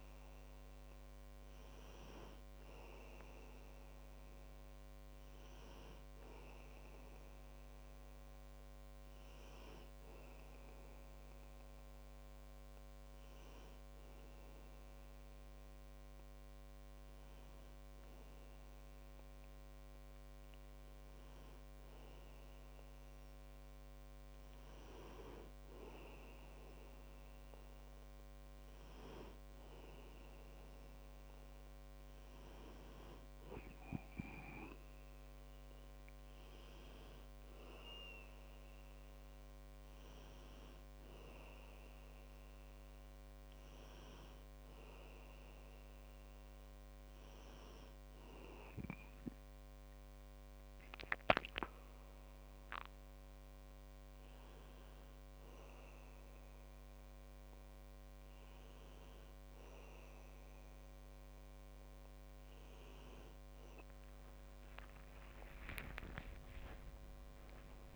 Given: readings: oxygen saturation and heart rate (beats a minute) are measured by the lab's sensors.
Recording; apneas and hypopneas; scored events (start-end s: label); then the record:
a person awake in a sleep study, by a microphone on the trachea; none
64.50-67.96 s: tachycardia (device-marked, heart rate 31 before, 149 extreme)
From the record:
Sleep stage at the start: awake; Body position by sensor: on the back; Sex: male